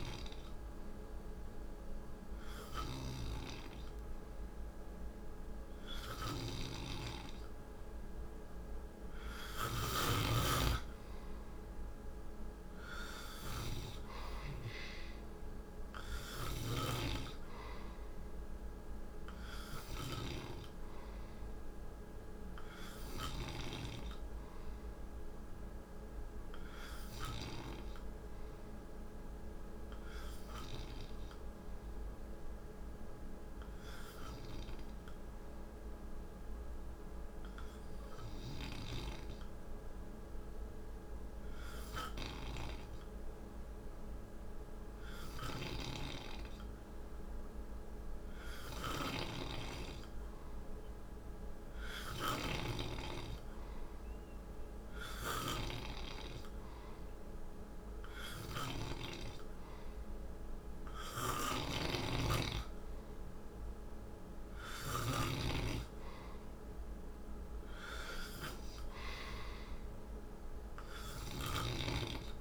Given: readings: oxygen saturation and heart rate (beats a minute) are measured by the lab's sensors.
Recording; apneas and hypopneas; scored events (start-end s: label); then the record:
breathing in sleep by a room microphone; 1
6.00-21.00 s: oxygen desaturation (device-marked, oxygen 95% before, 91% lowest, heart rate 60 before, 59 extreme)
25.00-56.50 s: hypopnea (oxygen 95% before, 90% lowest, heart rate 64 before, 59 extreme, up 6 after)
48.50-52.00 s: snoring (device-marked)
53.00-72.41 s: oxygen desaturation (device-marked, oxygen 95% before, 92% lowest, heart rate 60 before, 58 extreme)
58.00-65.00 s: snoring (device-marked)
59.50-63.00 s: arousal
From the record:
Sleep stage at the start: N2 (light sleep); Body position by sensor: on the right side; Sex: male